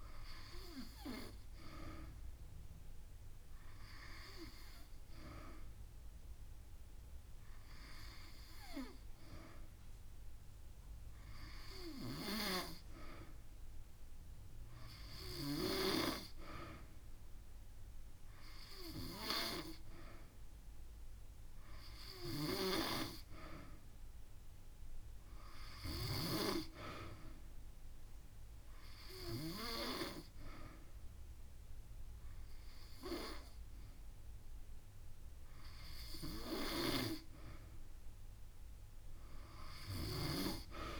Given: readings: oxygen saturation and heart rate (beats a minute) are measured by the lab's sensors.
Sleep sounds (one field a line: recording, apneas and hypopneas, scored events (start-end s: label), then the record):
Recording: breathing in sleep by a room microphone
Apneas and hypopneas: none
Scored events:
0.00-1.00 s: long interval between heartbeats (device-marked)
0.00-3.50 s: drop in pulse transit time (device-marked)
6.50-8.50 s: long interval between heartbeats (device-marked)
8.50-10.50 s: long interval between heartbeats (device-marked)
33.00-35.00 s: long interval between heartbeats (device-marked)
36.50-38.50 s: long interval between heartbeats (device-marked)
37.50-40.99 s: arousal
From the record:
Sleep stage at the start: N2 (light sleep)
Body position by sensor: on the back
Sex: female